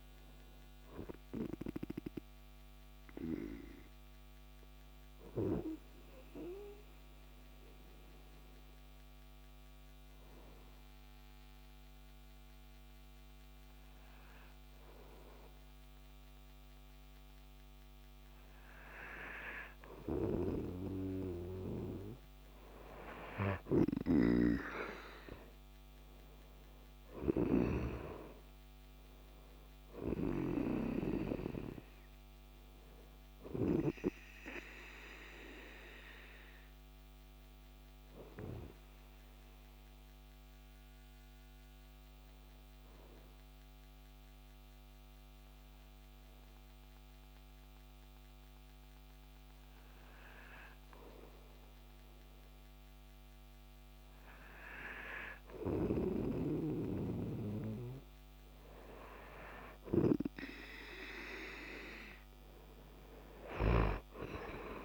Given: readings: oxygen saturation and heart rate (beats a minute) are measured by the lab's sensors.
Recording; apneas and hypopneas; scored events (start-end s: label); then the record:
breathing in sleep by a microphone on the trachea; 2
2.00-19.50 s: obstructive apnea (oxygen 96% before, 92% lowest, heart rate 53 before, 48 extreme, up 7 after)
24.00-28.00 s: snoring (device-marked)
25.50-30.50 s: arousal
40.00-54.00 s: obstructive apnea (oxygen 96% before, 92% lowest, heart rate 53 before, 48 extreme, up 3 after)
49.00-58.00 s: oxygen desaturation (device-marked, oxygen 95% before, 92% lowest, heart rate 52 before, 48 extreme)
56.00-64.50 s: snoring (device-marked)
63.00-64.85 s: arousal
From the record:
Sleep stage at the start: N2 (light sleep); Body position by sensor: on the right side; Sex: male